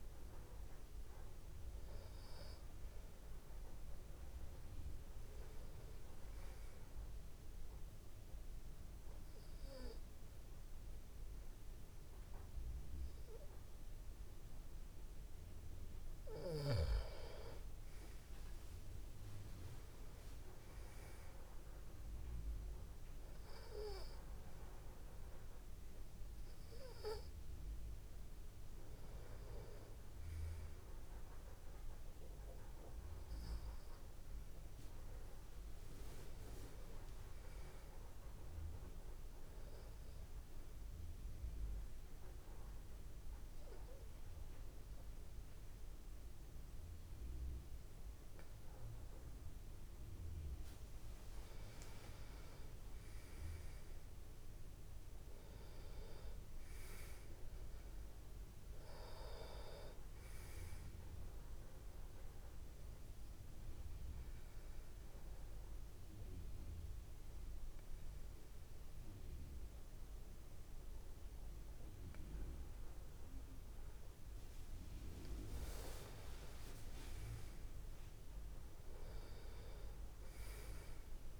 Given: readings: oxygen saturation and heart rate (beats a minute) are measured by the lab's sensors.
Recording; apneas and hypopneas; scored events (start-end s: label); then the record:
breathing in sleep by a room microphone; 3
6.50-16.50 s: hypopnea (oxygen 94% before, 92% lowest)
18.00-21.50 s: arousal
41.50-51.50 s: obstructive apnea (oxygen 95% before, 92% lowest)
53.50-57.50 s: arousal
61.00-74.00 s: oxygen desaturation (device-marked, oxygen 95% before, 92% lowest)
64.00-74.50 s: obstructive apnea (oxygen 95% before, 92% lowest)
76.50-80.00 s: arousal
From the record:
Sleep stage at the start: N2 (light sleep); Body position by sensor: on the back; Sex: male